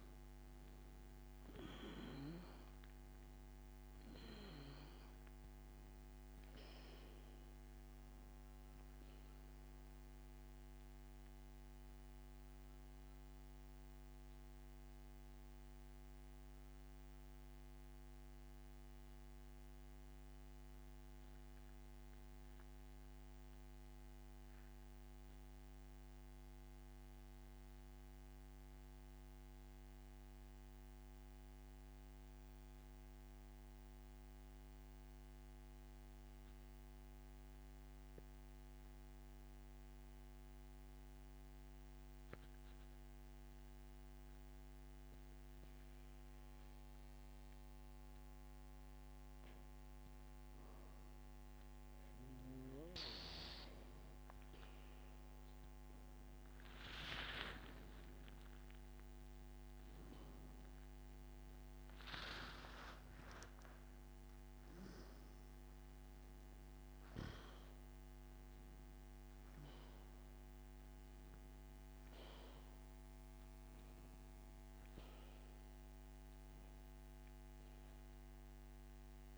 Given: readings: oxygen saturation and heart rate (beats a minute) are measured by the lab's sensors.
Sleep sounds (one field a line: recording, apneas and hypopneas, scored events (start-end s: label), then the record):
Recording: breathing in sleep by a microphone on the trachea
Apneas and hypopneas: 1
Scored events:
12.50-44.50 s: oxygen desaturation (device-marked, oxygen 95% before, 88% lowest, heart rate 85 before, 67 extreme)
17.50-48.00 s: central apnea (oxygen 97% before, 88% lowest, heart rate 83 before, 67 extreme, up 19 after)
55.50-59.50 s: arousal
From the record:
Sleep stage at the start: N2 (light sleep)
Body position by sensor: on the back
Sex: male